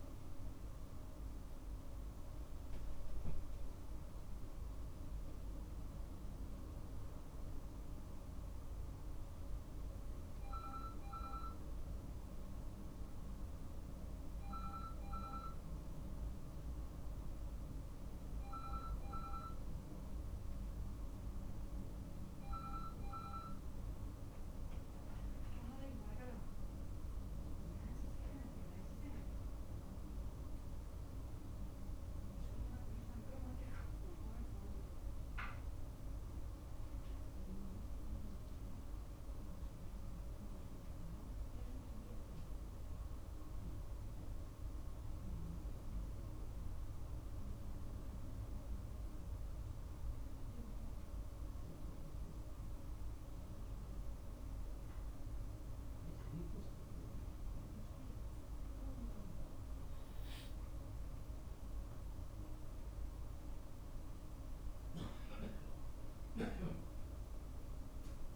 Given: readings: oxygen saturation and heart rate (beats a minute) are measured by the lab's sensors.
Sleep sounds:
a person awake in a sleep study, by a room microphone; none
none scored
From the record:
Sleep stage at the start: awake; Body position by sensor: on the back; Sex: male

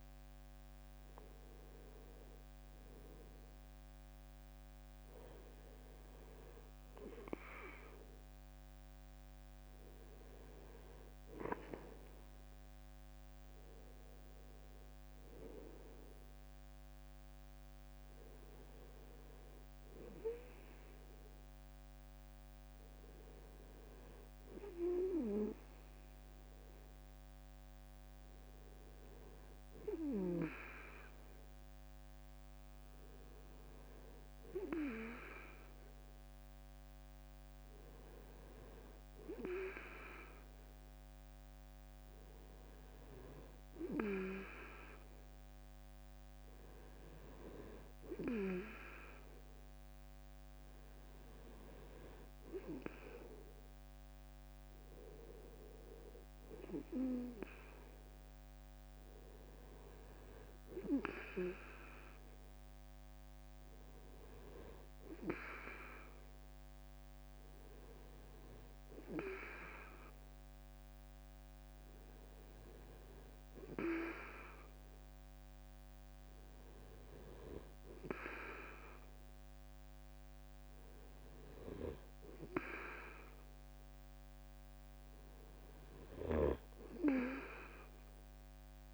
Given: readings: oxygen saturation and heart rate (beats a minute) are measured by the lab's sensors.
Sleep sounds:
breathing in sleep by a microphone on the trachea; none
none scored
From the record:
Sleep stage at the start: N2 (light sleep); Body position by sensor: on the back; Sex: male

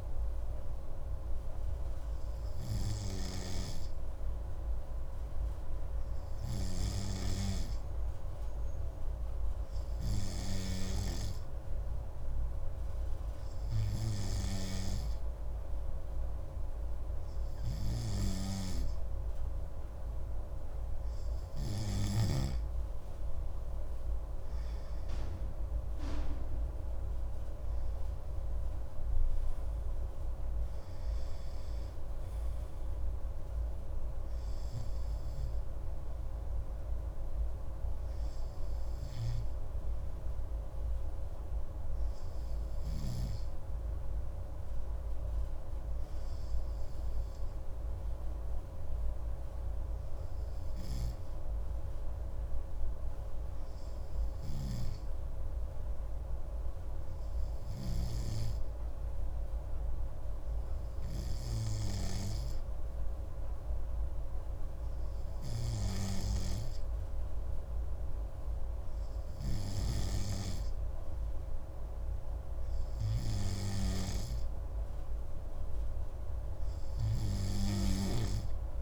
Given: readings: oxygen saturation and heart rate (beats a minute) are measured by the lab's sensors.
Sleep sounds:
breathing in sleep by a room microphone; none
3.50-11.00 s: snoring (device-marked)
54.50-61.50 s: snoring (device-marked)
From the record:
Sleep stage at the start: N2 (light sleep); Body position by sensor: on the right side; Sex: male

